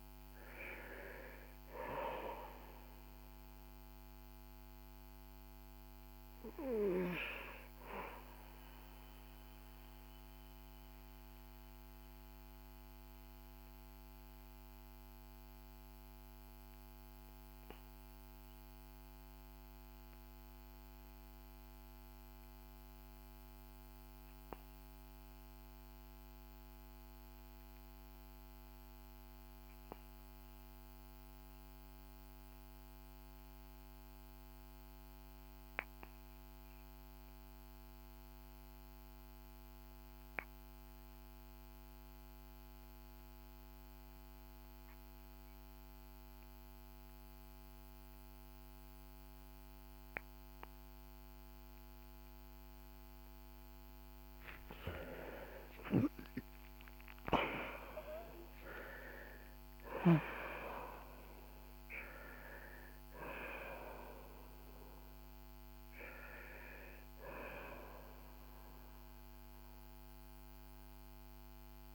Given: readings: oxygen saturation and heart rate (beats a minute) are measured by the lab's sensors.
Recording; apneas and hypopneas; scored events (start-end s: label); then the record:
breathing in sleep by a microphone on the trachea; 1
0.00-24.00 s: oxygen desaturation (device-marked, oxygen 76% lowest, heart rate 51 extreme)
5.00-53.00 s: obstructive apnea (oxygen 93% before, 75% lowest, heart rate 64 before, 51 extreme, up 13 after)
40.00-71.95 s: oxygen desaturation (device-marked, oxygen 98% before, 75% lowest, heart rate 57 before, 47 extreme)
55.00-59.00 s: arousal
67.00-71.95 s: new sleep stage, REM sleep
From the record:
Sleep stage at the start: N2 (light sleep); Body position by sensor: on the back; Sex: male